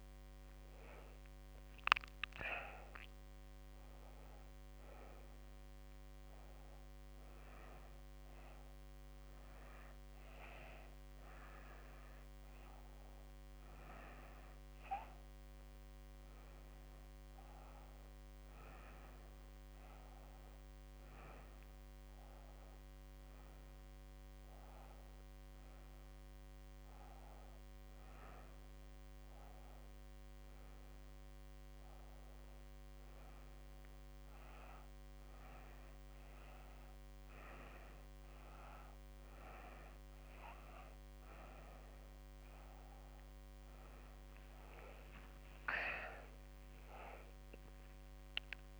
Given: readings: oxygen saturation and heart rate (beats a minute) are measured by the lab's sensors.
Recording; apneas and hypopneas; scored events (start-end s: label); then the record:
breathing in sleep by a microphone on the trachea; none
44.00-48.50 s: arousal
From the record:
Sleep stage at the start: N2 (light sleep); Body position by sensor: on the back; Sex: female